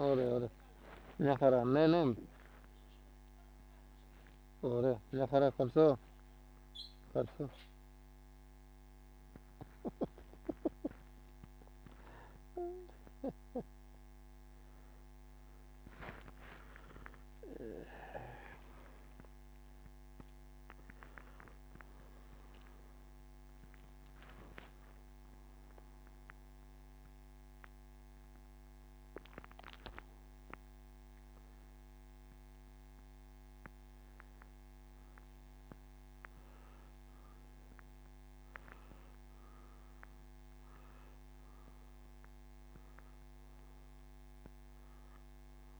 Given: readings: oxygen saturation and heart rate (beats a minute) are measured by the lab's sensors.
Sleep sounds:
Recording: a person awake in a sleep study, by a microphone on the trachea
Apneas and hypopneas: none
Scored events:
0.00-5.50 s: snoring (device-marked)
0.00-6.50 s: oxygen desaturation (device-marked, oxygen 95% lowest, heart rate 89 extreme)
From the record:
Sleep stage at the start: awake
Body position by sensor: on the back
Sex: male

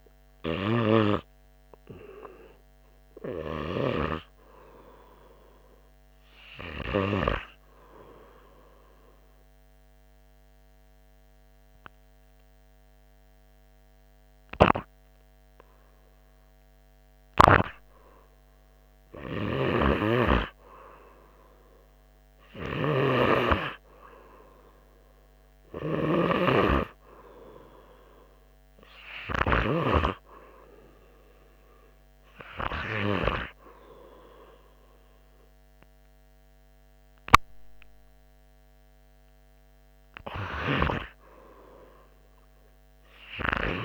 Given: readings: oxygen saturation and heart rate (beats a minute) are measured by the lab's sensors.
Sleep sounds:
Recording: breathing in sleep by a microphone on the trachea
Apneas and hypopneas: 1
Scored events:
9.00-20.00 s: hypopnea (oxygen 99% before, 96% lowest, heart rate 83 before, 79 extreme, up 4 after)
21.50-26.50 s: arousal
From the record:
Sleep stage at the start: N2 (light sleep)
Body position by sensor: on the right side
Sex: male

